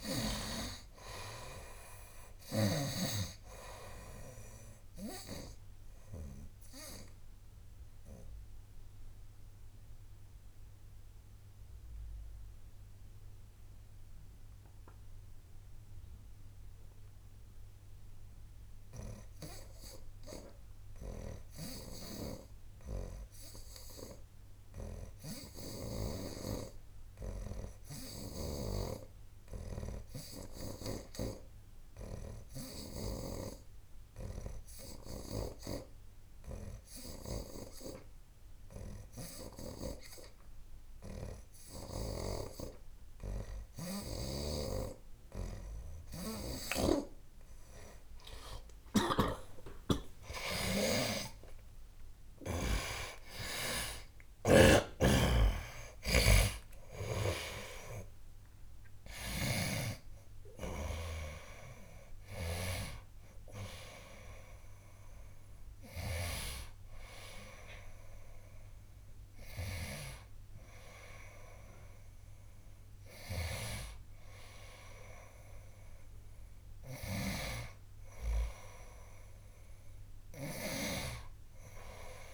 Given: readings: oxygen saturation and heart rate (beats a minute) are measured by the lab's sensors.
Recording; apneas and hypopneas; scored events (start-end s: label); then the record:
breathing in sleep by a room microphone; 1
0.00-25.50 s: oxygen desaturation (device-marked, oxygen 76% lowest, heart rate 65 extreme)
7.00-45.50 s: hypopnea (oxygen 92% before, 76% lowest, heart rate 75 before, 65 extreme, up 16 after)
21.50-26.00 s: snoring (device-marked)
27.50-68.50 s: oxygen desaturation (device-marked, oxygen 96% before, 78% lowest, heart rate 69 before, 68 extreme)
33.00-37.50 s: snoring (device-marked)
44.50-55.00 s: snoring (device-marked)
48.50-50.50 s: long interval between heartbeats (device-marked, heart rate 69 before, 79 extreme)
51.50-82.34 s: new sleep stage, N1 (lightest sleep)
52.00-57.50 s: arousal
62.00-82.34 s: snoring (device-marked)
73.50-82.34 s: oxygen desaturation (device-marked, oxygen 80% before, 76% lowest, heart rate 83 before, 72 extreme)
From the record:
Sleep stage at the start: N2 (light sleep); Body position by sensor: on the right side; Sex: male